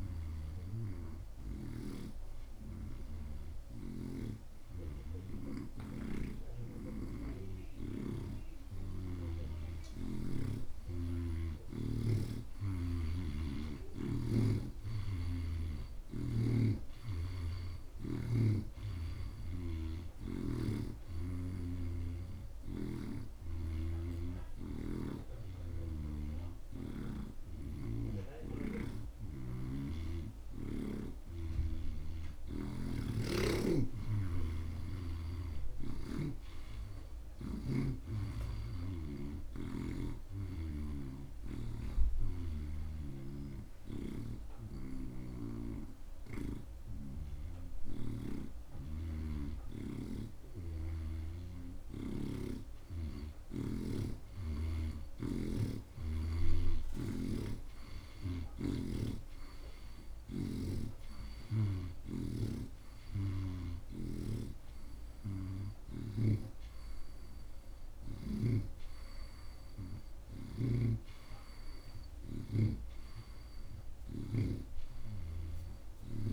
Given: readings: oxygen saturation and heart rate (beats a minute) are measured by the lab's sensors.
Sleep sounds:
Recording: breathing in sleep by a room microphone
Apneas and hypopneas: 1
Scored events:
0.00-5.50 s: oxygen desaturation (device-marked, oxygen 83% lowest)
4.00-9.50 s: snoring (device-marked)
16.50-26.50 s: snoring (device-marked)
23.50-32.50 s: oxygen desaturation (device-marked, oxygen 86% before, 82% lowest)
28.50-38.00 s: snoring (device-marked)
32.50-36.50 s: arousal
39.50-50.00 s: hypopnea (oxygen 86% before, 80% lowest)
42.50-52.50 s: snoring (device-marked)
52.50-56.50 s: arousal
57.00-68.50 s: snoring (device-marked)
68.50-75.50 s: oxygen desaturation (device-marked, oxygen 88% before, 80% lowest)
70.50-76.33 s: snoring (device-marked)
From the record:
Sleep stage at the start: N2 (light sleep)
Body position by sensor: on the right side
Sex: male

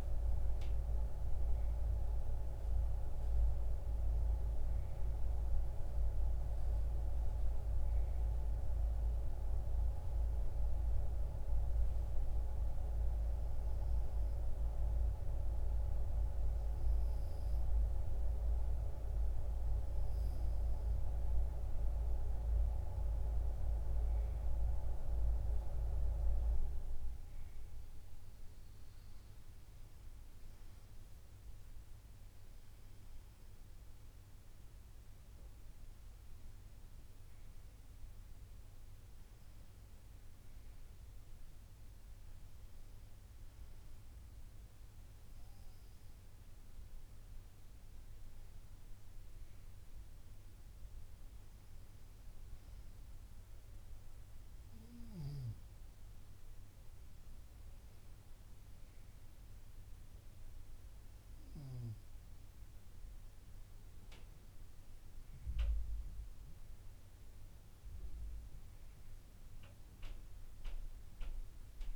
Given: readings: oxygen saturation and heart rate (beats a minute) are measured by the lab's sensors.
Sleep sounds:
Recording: breathing in sleep by a room microphone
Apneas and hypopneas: 1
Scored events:
3.00-6.50 s: arousal
12.00-23.00 s: obstructive apnea (oxygen 95% before, 94% lowest, heart rate 70 before, 67 extreme, up 2 after)
25.00-28.50 s: arousal
66.50-70.00 s: arousal
From the record:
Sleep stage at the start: N2 (light sleep)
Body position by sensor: on the back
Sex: female

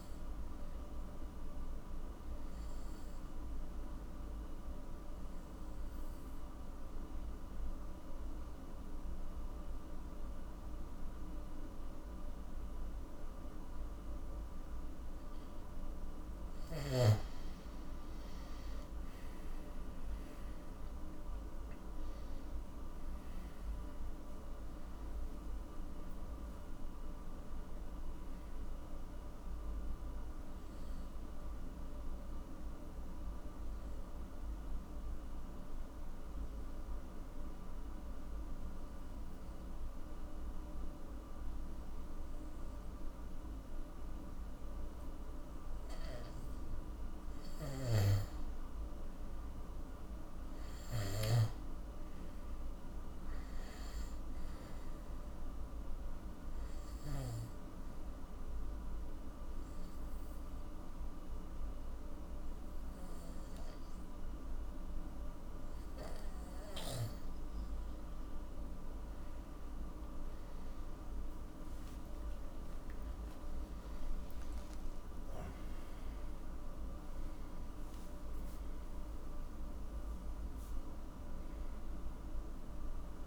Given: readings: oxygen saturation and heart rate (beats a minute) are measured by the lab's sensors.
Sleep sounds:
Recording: breathing in sleep, hard to hear, by a room microphone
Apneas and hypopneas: 3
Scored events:
0.00-12.00 s: oxygen desaturation (device-marked, oxygen 90% lowest, heart rate 46 extreme)
2.00-15.00 s: obstructive apnea (oxygen 98% before, 89% lowest, heart rate 59 before, 46 extreme, up 13 after)
18.50-23.00 s: arousal
25.00-47.00 s: oxygen desaturation (device-marked, oxygen 97% before, 89% lowest, heart rate 60 before, 46 extreme)
32.50-47.50 s: obstructive apnea (oxygen 97% before, 89% lowest, heart rate 62 before, 48 extreme, up 14 after)
49.00-52.00 s: arousal
54.00-72.00 s: oxygen desaturation (device-marked, oxygen 98% before, 89% lowest, heart rate 55 before, 48 extreme)
55.50-67.00 s: obstructive apnea (oxygen 98% before, 89% lowest, heart rate 56 before, 48 extreme, up 26 after)
73.00-78.00 s: arousal
From the record:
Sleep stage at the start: N2 (light sleep)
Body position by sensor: on the back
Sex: male

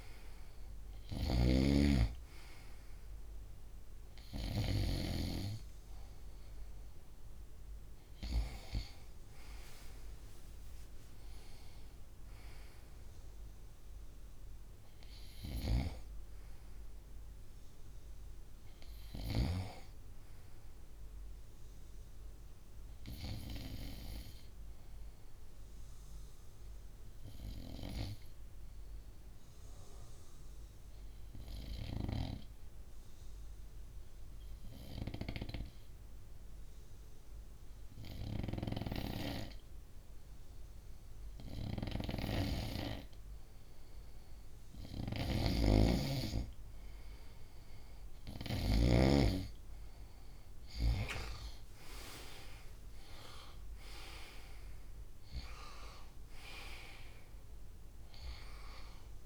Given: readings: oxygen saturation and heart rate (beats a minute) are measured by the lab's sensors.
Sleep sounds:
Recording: breathing in sleep by a room microphone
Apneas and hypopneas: 1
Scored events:
0.00-1.00 s: snoring (device-marked)
0.00-18.50 s: oxygen desaturation (device-marked, oxygen 93% lowest, heart rate 63 extreme)
20.00-23.50 s: arousal
25.50-41.00 s: obstructive apnea (oxygen 98% before, 94% lowest, heart rate 67 before, 63 extreme, up 1 after)
41.50-48.50 s: snoring (device-marked)
43.50-46.00 s: arousal
From the record:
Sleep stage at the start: N2 (light sleep)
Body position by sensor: on the front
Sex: male

